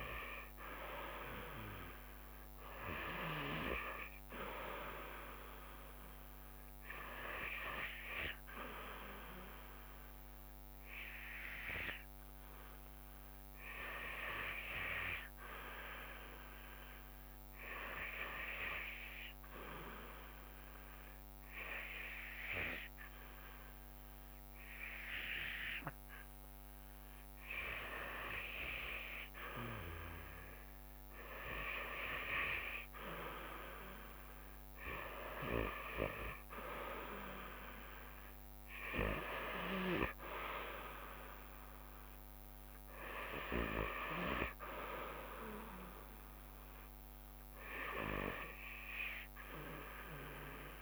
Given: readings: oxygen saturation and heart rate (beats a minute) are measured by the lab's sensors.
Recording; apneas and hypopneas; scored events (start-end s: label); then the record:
breathing in sleep by a microphone on the trachea; 1
0.00-3.00 s: arousal
1.00-12.00 s: drop in pulse transit time (device-marked, heart rate 69 before, 70 extreme)
13.00-50.82 s: new sleep stage, N2 (light sleep)
16.50-27.50 s: hypopnea (oxygen 95% before, 93% lowest, heart rate 71 before, 66 extreme, up 3 after)
33.00-48.00 s: drop in pulse transit time (device-marked, heart rate 70 before, 66 extreme)
35.00-39.50 s: arousal
From the record:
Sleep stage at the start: REM sleep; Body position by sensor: on the back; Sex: female